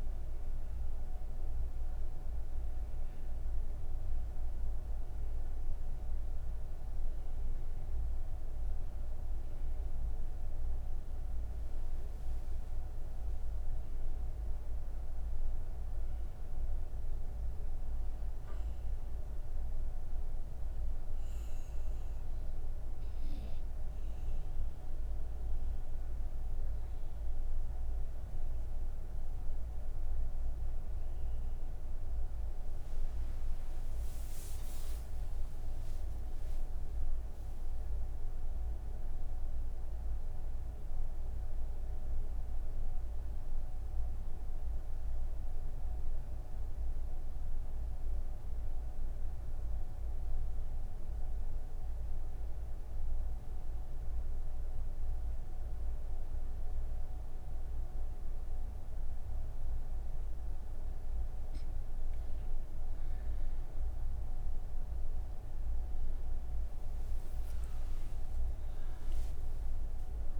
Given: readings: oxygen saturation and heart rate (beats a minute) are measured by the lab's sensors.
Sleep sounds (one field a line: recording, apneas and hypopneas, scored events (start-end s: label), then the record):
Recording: breathing in sleep, hard to hear, by a room microphone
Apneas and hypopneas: none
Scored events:
15.50-38.50 s: oxygen desaturation (device-marked, oxygen 94% before, 88% lowest)
35.50-70.40 s: new sleep stage, N3 (deep sleep)
64.50-70.40 s: oxygen desaturation (device-marked, oxygen 99% before, 95% lowest)
From the record:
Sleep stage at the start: N2 (light sleep)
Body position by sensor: on the right side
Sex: female